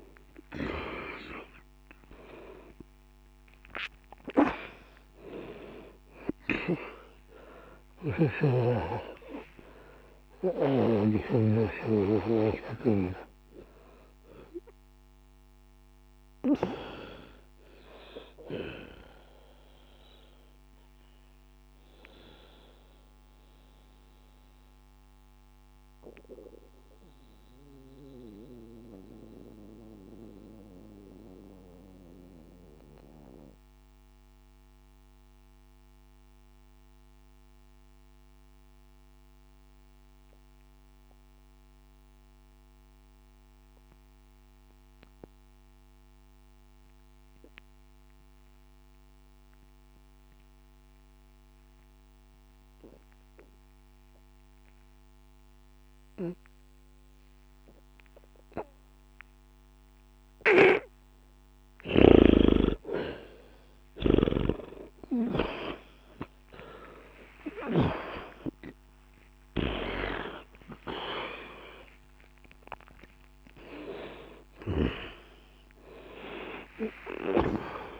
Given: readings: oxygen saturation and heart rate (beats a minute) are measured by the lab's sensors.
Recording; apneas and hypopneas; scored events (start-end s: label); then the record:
breathing in sleep by a microphone on the trachea; 1
0.00-39.00 s: oxygen desaturation (device-marked, oxygen 74% lowest, heart rate 59 extreme)
15.00-60.50 s: obstructive apnea (oxygen 97% before, 74% lowest, heart rate 60 before, 59 extreme, up 49 after)
29.00-31.00 s: bradycardia (device-marked, heart rate 61 before, 63 extreme)
56.00-78.00 s: oxygen desaturation (device-marked, oxygen 98% before, 75% lowest, heart rate 60 before, 60 extreme)
62.00-68.00 s: snoring (device-marked)
63.50-67.00 s: arousal
From the record:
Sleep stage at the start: N2 (light sleep); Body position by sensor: on the back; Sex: male